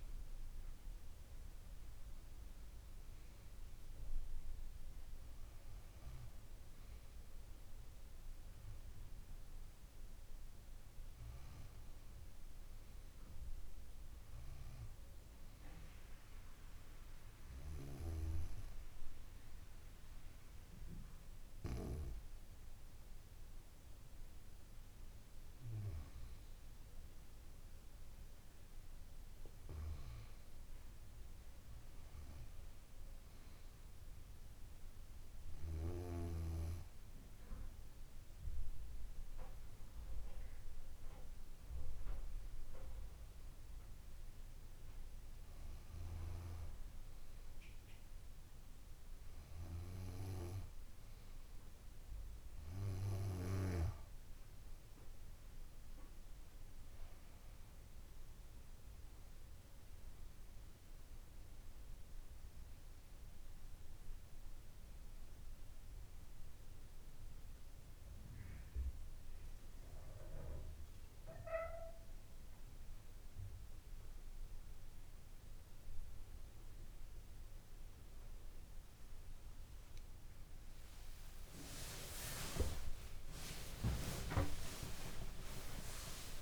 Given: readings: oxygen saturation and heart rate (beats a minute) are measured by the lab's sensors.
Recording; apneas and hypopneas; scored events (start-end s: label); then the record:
breathing in sleep by a room microphone; none
56.50-60.50 s: arousal
57.50-59.50 s: bradycardia (device-marked, heart rate 65 before, 62 extreme)
64.50-86.42 s: new sleep stage, N1 (lightest sleep)
82.50-84.50 s: long interval between heartbeats (device-marked, heart rate 65 before, 79 extreme)
From the record:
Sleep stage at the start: N2 (light sleep); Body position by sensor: on the back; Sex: female